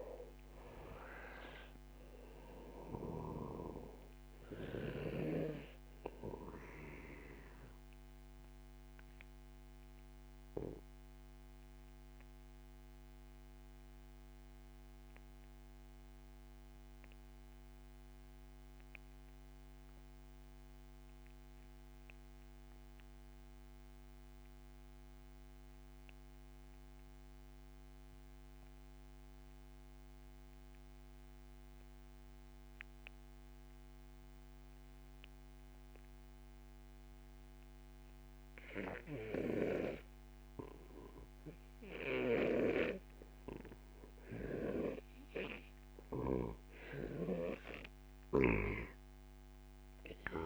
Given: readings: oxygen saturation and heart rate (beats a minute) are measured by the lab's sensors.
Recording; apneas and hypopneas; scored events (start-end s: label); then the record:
breathing in sleep by a microphone on the trachea; 1
0.50-21.50 s: oxygen desaturation (device-marked, oxygen 92% before, 85% lowest)
9.00-41.00 s: obstructive apnea (oxygen 92% before, 83% lowest, heart rate 44 before, 44 extreme, up 9 after)
42.50-46.00 s: arousal
From the record:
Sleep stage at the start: REM sleep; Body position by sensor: on the back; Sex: male